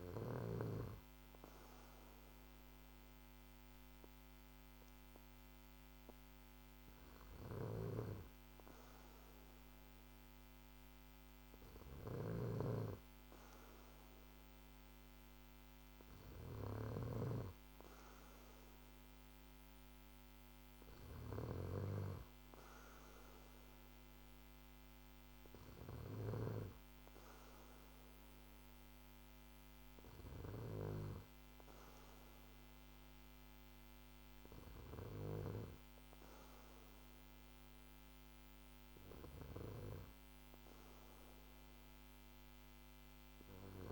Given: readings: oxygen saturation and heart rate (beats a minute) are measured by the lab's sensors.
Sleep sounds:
breathing in sleep by a microphone on the trachea; none
7.00-30.50 s: snoring (device-marked)
From the record:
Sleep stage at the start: N2 (light sleep); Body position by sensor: on the back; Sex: male

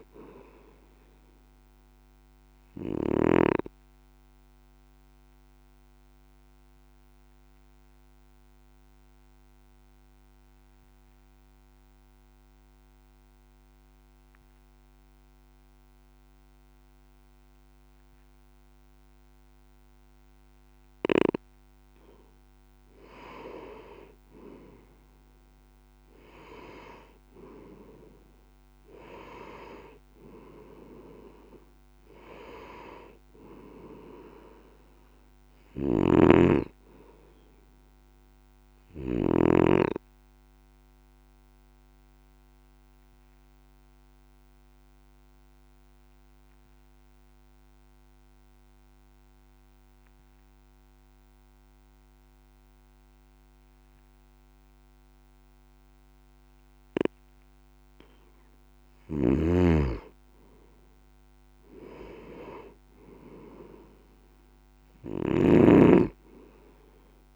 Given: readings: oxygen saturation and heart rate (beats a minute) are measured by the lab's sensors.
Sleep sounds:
breathing in sleep by a microphone on the trachea; 2
0.00-3.50 s: snoring (device-marked)
2.50-22.50 s: obstructive apnea (oxygen 97% before, 92% lowest, heart rate 52 before, 46 extreme, up 5 after)
14.50-23.50 s: oxygen desaturation (device-marked, oxygen 96% before, 92% lowest, heart rate 49 before, 47 extreme)
24.50-28.00 s: arousal
35.50-39.00 s: snoring (device-marked)
39.50-57.50 s: obstructive apnea (oxygen 97% before, 92% lowest, heart rate 50 before, 47 extreme, up 4 after)
53.50-61.50 s: oxygen desaturation (device-marked, oxygen 96% before, 93% lowest, heart rate 49 before, 48 extreme)
59.00-67.36 s: snoring (device-marked)
62.50-67.36 s: arousal
From the record:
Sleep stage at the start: N2 (light sleep); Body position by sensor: on the back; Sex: male

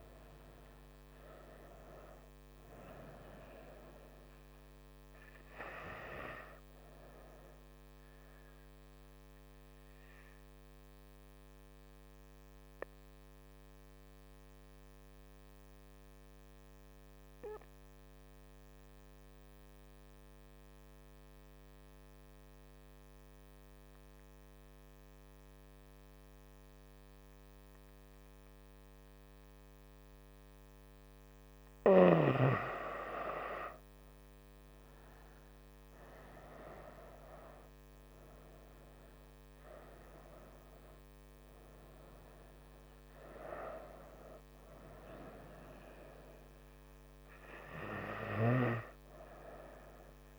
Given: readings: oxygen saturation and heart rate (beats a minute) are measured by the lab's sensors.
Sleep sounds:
breathing in sleep by a microphone on the trachea; 1
0.00-21.00 s: oxygen desaturation (device-marked, oxygen 92% lowest, heart rate 67 extreme)
11.00-32.00 s: obstructive apnea (oxygen 98% before, 92% lowest, heart rate 74 before, 67 extreme, up 10 after)
34.00-50.39 s: oxygen desaturation (device-marked, oxygen 98% before, 92% lowest, heart rate 68 before, 68 extreme)
35.00-39.50 s: arousal
From the record:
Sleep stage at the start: N2 (light sleep); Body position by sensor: on the front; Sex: female

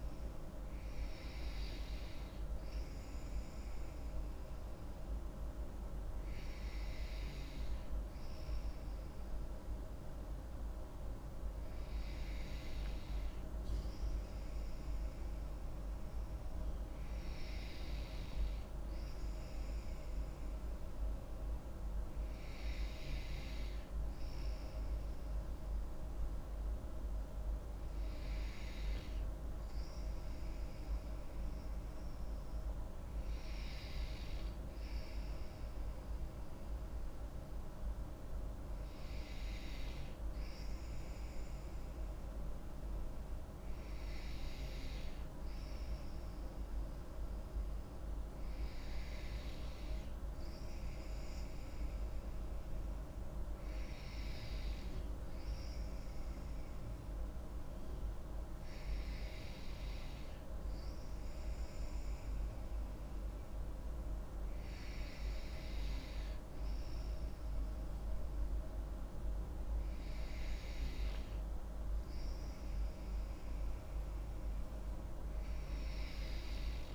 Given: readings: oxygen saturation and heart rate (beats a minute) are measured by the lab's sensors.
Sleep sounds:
breathing in sleep, hard to hear, by a room microphone; none
none scored
From the record:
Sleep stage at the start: N2 (light sleep); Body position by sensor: on the back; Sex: female

